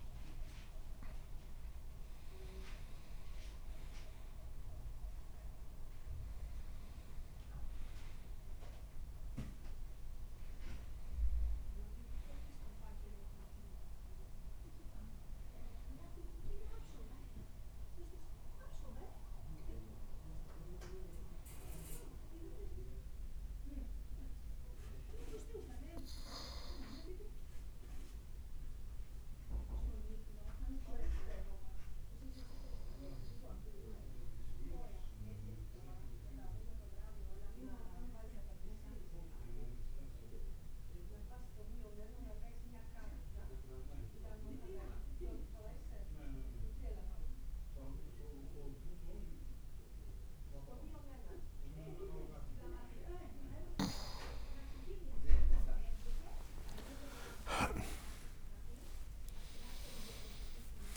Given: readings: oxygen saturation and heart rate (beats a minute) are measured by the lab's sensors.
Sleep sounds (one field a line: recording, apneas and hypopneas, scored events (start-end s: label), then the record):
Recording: a person partly awake in a sleep study, by a room microphone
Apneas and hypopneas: 1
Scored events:
33.50-37.00 s: leg movement (device-marked)
35.50-52.50 s: obstructive apnea (oxygen 98% before, 92% lowest, heart rate 55 before, 53 extreme, up 6 after)
44.50-60.96 s: new sleep stage, awake
56.00-59.00 s: leg movement (device-marked)
From the record:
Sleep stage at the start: N2 (light sleep)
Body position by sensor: on the right side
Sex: male